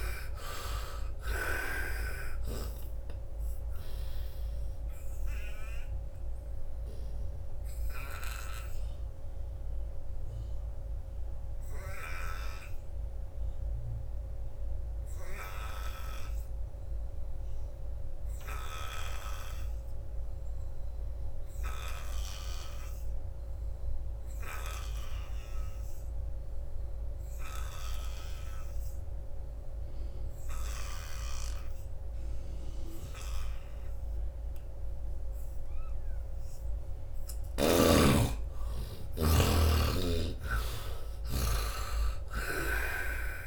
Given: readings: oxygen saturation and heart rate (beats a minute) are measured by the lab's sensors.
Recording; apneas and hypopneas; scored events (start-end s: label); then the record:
breathing in sleep by a room microphone; 1
0.00-1.00 s: arousal
0.00-20.50 s: oxygen desaturation (device-marked, oxygen 70% lowest, heart rate 65 extreme)
5.00-35.50 s: obstructive apnea (oxygen 98% before, 69% lowest, heart rate 77 before, 66 extreme, up 20 after)
22.50-43.47 s: oxygen desaturation (device-marked, oxygen 97% before, 69% lowest, heart rate 86 before, 66 extreme)
38.00-41.50 s: arousal
42.00-43.47 s: snoring (device-marked)
From the record:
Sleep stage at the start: N2 (light sleep); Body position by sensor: on the right side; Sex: male